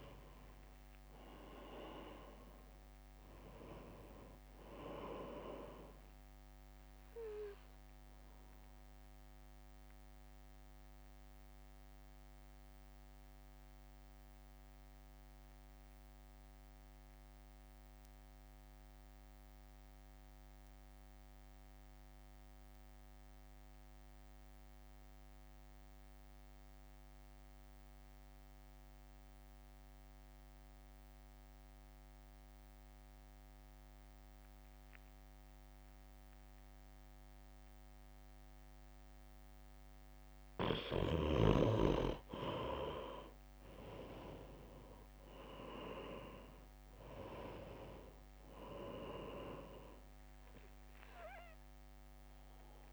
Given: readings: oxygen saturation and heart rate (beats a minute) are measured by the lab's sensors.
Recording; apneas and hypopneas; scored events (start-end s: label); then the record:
breathing in sleep by a microphone on the trachea; 1
0.00-2.00 s: arousal
0.00-16.50 s: oxygen desaturation (device-marked, oxygen 86% lowest, heart rate 49 extreme)
0.50-13.50 s: drop in pulse transit time (device-marked, heart rate 58 before, 55 extreme)
6.50-39.00 s: mixed apnea (oxygen 97% before, 84% lowest, heart rate 55 before, 53 extreme, up 4 after)
18.50-29.50 s: oxygen desaturation (device-marked, oxygen 87% before, 84% lowest, heart rate 56 before, 55 extreme)
43.50-46.50 s: arousal
44.50-52.93 s: oxygen desaturation (device-marked, oxygen 97% before, 86% lowest, heart rate 62 before, 51 extreme)
49.50-52.93 s: drop in pulse transit time (device-marked, heart rate 62 before, 53 extreme)
From the record:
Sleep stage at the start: N2 (light sleep); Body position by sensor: on the right side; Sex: male